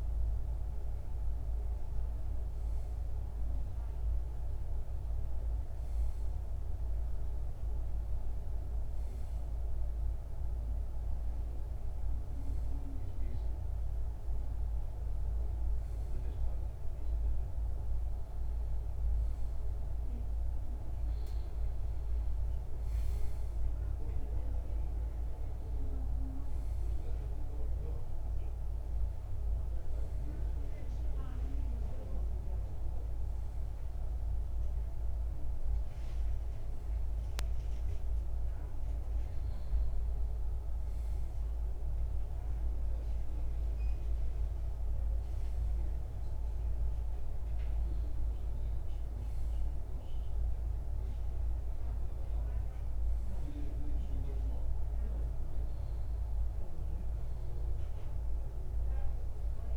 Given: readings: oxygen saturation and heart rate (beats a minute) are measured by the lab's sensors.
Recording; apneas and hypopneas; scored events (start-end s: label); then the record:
breathing in sleep, hard to hear, by a room microphone; none
none scored
From the record:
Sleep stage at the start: N1 (lightest sleep); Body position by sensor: on the back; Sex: male